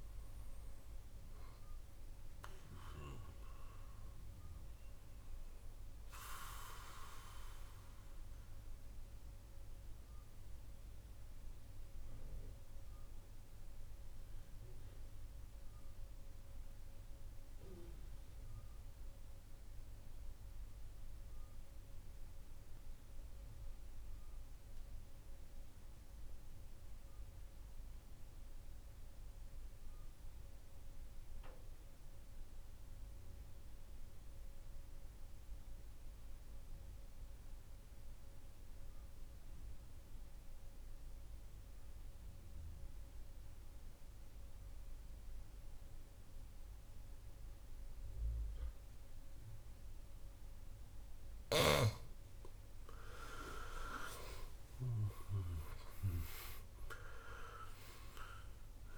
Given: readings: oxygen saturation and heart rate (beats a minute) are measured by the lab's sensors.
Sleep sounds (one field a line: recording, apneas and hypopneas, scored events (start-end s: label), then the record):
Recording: breathing in sleep by a room microphone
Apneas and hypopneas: 1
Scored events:
0.00-14.00 s: oxygen desaturation (device-marked, oxygen 88% lowest, heart rate 58 extreme)
8.50-51.50 s: mixed apnea (oxygen 96% before, 84% lowest, heart rate 76 before, 61 extreme, up 22 after)
35.00-58.98 s: oxygen desaturation (device-marked, oxygen 98% before, 84% lowest, heart rate 66 before, 62 extreme)
52.50-57.00 s: arousal
From the record:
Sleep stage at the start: N2 (light sleep)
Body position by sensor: on the back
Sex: male